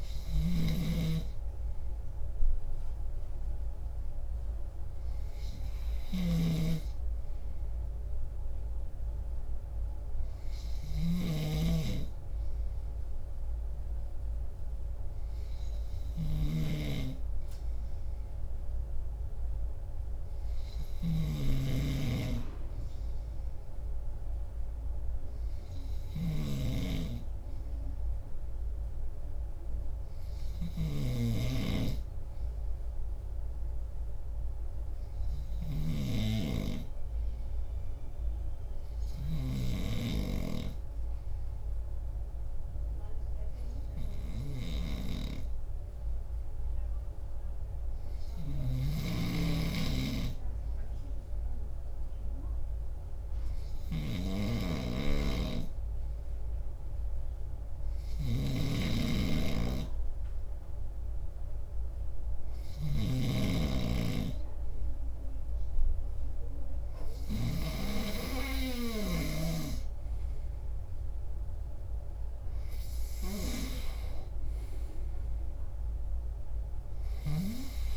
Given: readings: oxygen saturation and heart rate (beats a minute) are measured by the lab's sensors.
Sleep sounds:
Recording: breathing in sleep by a room microphone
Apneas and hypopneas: 1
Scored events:
0.00-11.50 s: snoring (device-marked)
3.00-59.00 s: obstructive apnea (oxygen 97% before, 94% lowest)
21.00-31.00 s: snoring (device-marked)
58.00-63.00 s: snoring (device-marked)
62.50-66.50 s: arousal
From the record:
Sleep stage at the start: N2 (light sleep)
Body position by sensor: on the left side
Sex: male

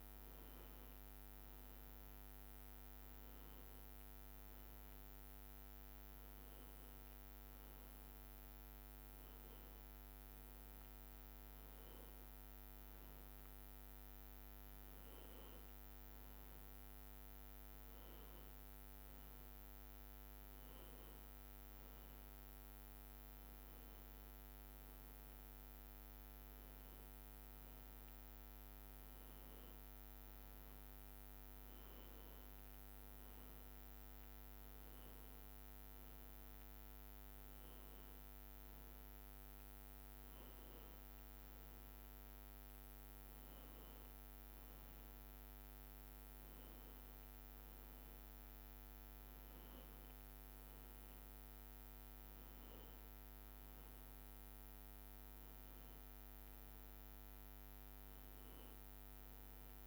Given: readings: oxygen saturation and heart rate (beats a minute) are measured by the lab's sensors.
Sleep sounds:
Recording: a person partly awake in a sleep study, hard to hear, by a microphone on the trachea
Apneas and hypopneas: none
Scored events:
0.50-59.87 s: new sleep stage, N1 (lightest sleep)
From the record:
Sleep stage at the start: awake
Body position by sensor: on the back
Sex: male

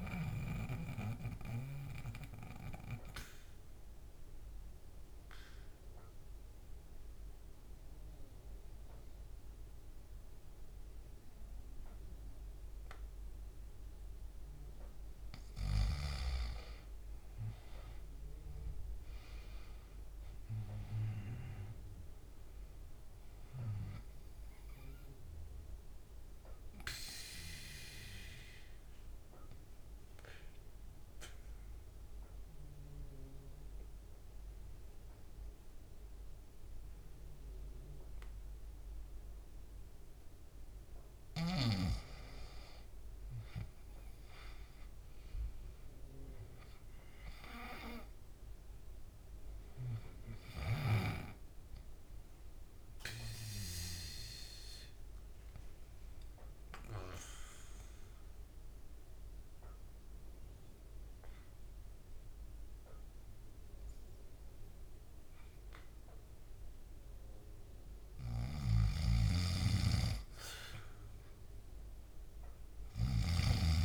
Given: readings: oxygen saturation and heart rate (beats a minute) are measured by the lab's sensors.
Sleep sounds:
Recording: breathing in sleep by a room microphone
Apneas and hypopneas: 3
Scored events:
0.50-15.50 s: obstructive apnea (oxygen 98% before, 89% lowest, heart rate 68 before, 64 extreme, up 7 after)
2.50-17.50 s: oxygen desaturation (device-marked, oxygen 98% before, 89% lowest, heart rate 68 before, 64 extreme)
18.00-22.00 s: arousal
28.50-41.00 s: obstructive apnea (oxygen 98% before, 89% lowest, heart rate 68 before, 67 extreme, up 4 after)
28.50-46.50 s: oxygen desaturation (device-marked, oxygen 98% before, 89% lowest, heart rate 68 before, 67 extreme)
46.00-50.00 s: arousal
54.50-68.50 s: obstructive apnea (oxygen 98% before, 90% lowest, heart rate 70 before, 66 extreme, up 1 after)
57.50-69.50 s: oxygen desaturation (device-marked, oxygen 98% before, 90% lowest, heart rate 70 before, 66 extreme)
70.50-73.85 s: arousal
From the record:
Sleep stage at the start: N2 (light sleep)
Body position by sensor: on the back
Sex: male

